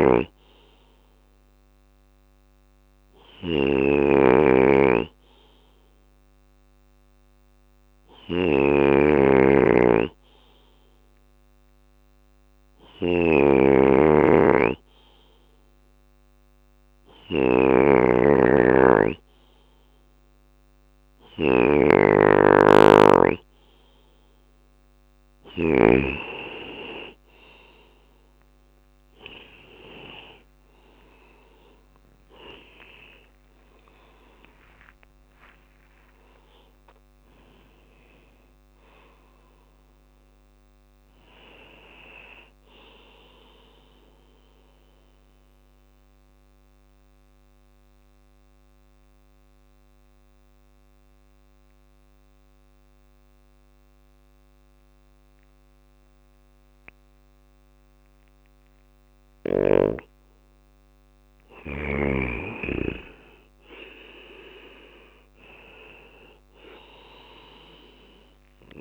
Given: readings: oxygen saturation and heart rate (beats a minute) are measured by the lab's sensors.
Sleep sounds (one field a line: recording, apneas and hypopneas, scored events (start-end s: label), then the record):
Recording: breathing in sleep by a microphone on the trachea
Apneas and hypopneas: 2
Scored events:
0.00-3.00 s: bradycardia (device-marked, heart rate 57 extreme)
0.00-25.00 s: snoring (device-marked)
5.00-20.50 s: hypopnea (oxygen 97% before, 89% lowest, heart rate 62 before, 60 extreme, up 7 after)
26.50-30.00 s: arousal
29.00-45.00 s: drop in pulse transit time (device-marked, heart rate 61 before, 66 extreme)
31.50-33.50 s: long interval between heartbeats (device-marked, heart rate 62 before, 78 extreme)
35.00-37.00 s: long interval between heartbeats (device-marked, heart rate 66 before, 87 extreme)
44.00-57.50 s: obstructive apnea (oxygen 96% before, 89% lowest, heart rate 74 before, 54 extreme, up 6 after)
52.00-59.00 s: bradycardia (device-marked, heart rate 64 before, 58 extreme)
59.50-63.50 s: arousal
65.00-68.81 s: oxygen desaturation (device-marked, oxygen 97% before, 89% lowest, heart rate 60 before, 54 extreme)
From the record:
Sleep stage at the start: N2 (light sleep)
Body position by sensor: on the back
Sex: male